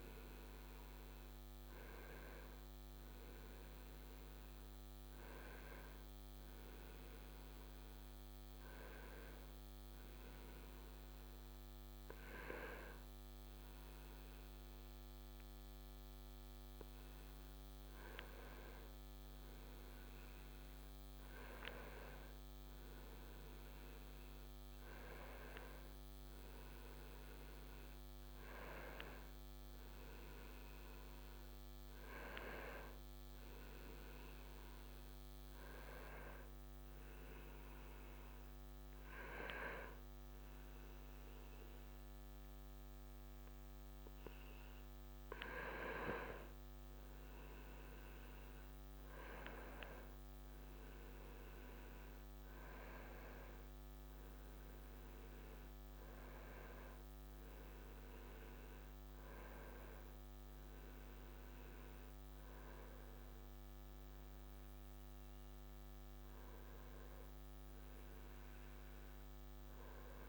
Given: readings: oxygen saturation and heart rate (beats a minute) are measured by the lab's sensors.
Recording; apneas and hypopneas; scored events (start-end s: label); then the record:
a person awake in a sleep study, by a microphone on the trachea; none
none scored
From the record:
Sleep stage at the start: awake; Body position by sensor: on the right side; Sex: male